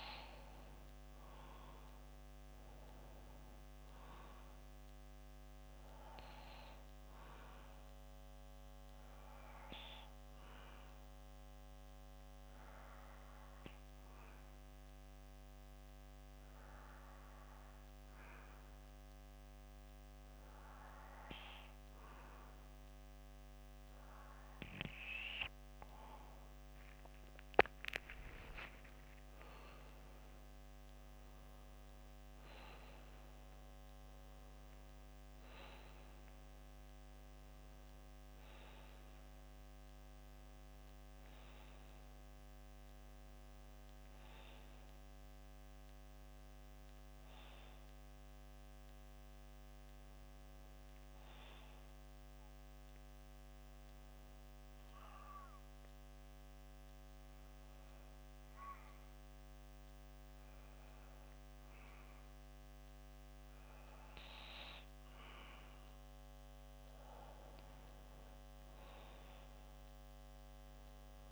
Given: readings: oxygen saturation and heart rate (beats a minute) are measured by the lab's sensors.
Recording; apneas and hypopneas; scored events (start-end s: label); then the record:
breathing in sleep by a microphone on the trachea; 2
6.50-11.50 s: bradycardia (device-marked, heart rate 62 before, 59 extreme)
9.50-26.00 s: obstructive apnea (oxygen 95% before, 93% lowest, heart rate 61 before, 58 extreme, up 11 after)
16.50-24.50 s: bradycardia (device-marked, heart rate 62 before, 59 extreme)
27.50-31.00 s: arousal
50.50-68.50 s: bradycardia (device-marked, heart rate 62 before, 57 extreme)
52.00-65.50 s: obstructive apnea (oxygen 94% before, 93% lowest, heart rate 65 before, 57 extreme, up 3 after)
From the record:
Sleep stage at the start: N2 (light sleep); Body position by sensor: on the back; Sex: male